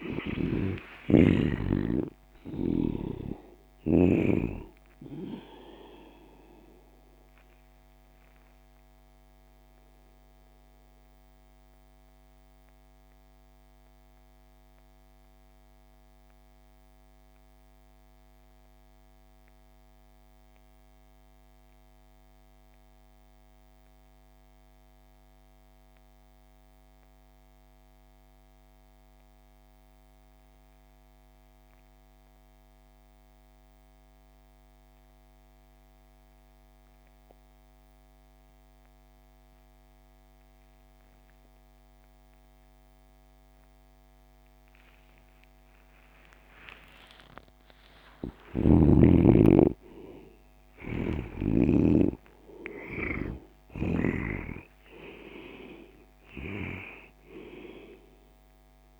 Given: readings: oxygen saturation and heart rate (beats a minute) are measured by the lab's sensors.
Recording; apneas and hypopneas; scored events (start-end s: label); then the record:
breathing in sleep by a microphone on the trachea; 1
0.00-21.50 s: oxygen desaturation (device-marked, oxygen 75% lowest)
6.50-46.00 s: mixed apnea (oxygen 98% before, 71% lowest)
38.50-59.00 s: oxygen desaturation (device-marked, oxygen 98% before, 71% lowest)
47.00-51.00 s: arousal
50.00-53.50 s: snoring (device-marked)
From the record:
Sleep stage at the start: N2 (light sleep); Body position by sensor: on the back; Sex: male